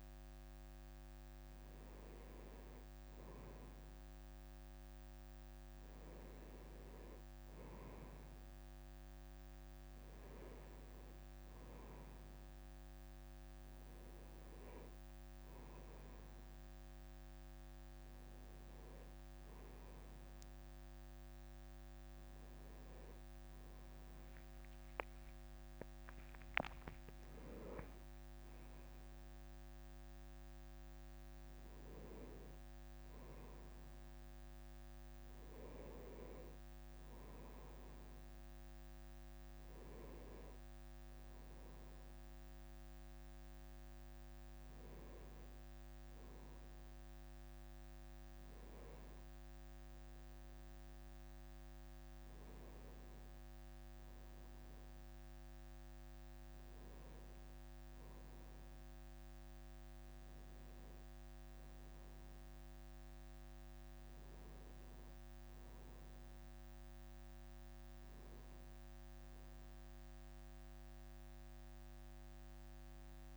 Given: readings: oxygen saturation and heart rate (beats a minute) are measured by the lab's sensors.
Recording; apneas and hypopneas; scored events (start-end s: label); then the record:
breathing in sleep, hard to hear, by a microphone on the trachea; none
none scored
From the record:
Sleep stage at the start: N1 (lightest sleep); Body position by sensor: on the right side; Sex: male